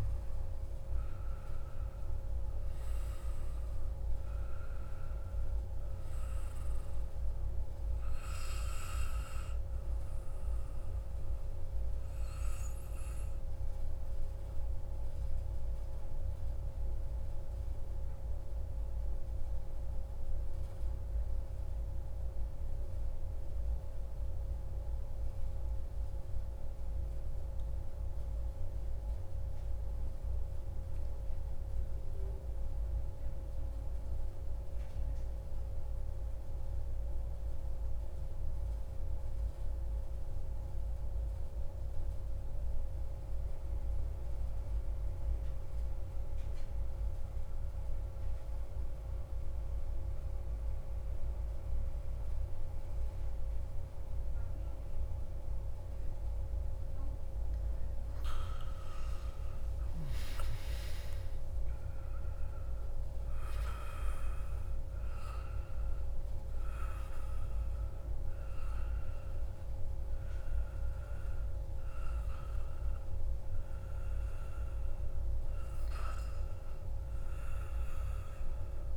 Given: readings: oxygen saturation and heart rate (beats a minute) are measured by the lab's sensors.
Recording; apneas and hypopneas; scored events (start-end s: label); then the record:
breathing in sleep, hard to hear, by a room microphone; 1
0.00-2.00 s: arousal
0.00-21.50 s: oxygen desaturation (device-marked, oxygen 91% lowest)
14.00-56.50 s: mixed apnea (oxygen 97% before, 89% lowest)
44.50-78.97 s: oxygen desaturation (device-marked, oxygen 96% before, 89% lowest)
57.50-62.00 s: arousal
From the record:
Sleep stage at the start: N2 (light sleep); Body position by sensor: on the back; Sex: male